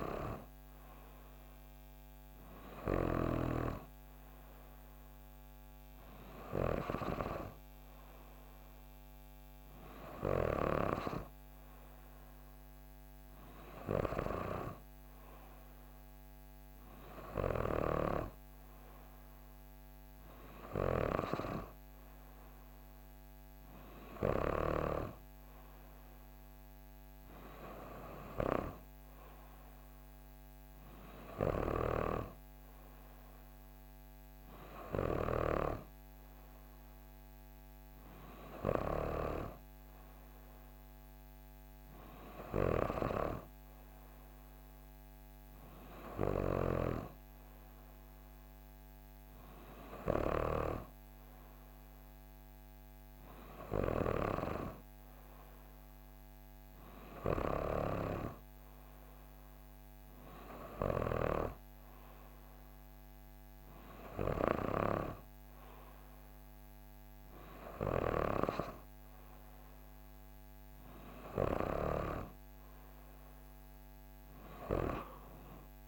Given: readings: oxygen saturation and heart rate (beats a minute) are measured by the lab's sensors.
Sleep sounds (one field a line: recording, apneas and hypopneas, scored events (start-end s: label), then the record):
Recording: breathing in sleep by a microphone on the trachea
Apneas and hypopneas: none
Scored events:
none scored
From the record:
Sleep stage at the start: N3 (deep sleep)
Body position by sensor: on the back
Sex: female